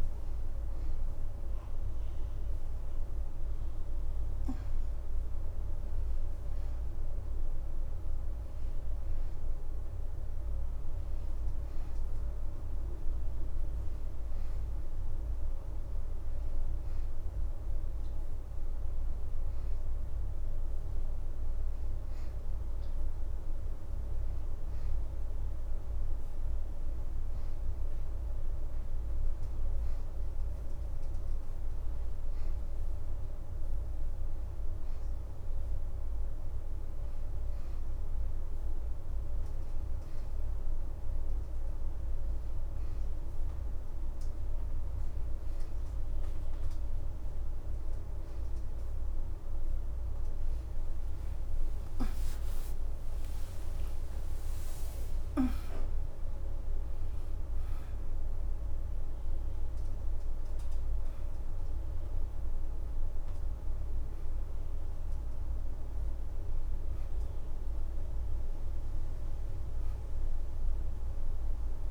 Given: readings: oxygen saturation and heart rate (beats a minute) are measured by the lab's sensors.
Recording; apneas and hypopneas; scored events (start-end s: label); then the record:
breathing in sleep, hard to hear, by a room microphone; none
50.00-54.50 s: arousal
52.00-55.50 s: leg movement (device-marked)
From the record:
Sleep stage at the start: N1 (lightest sleep); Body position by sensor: on the right side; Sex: female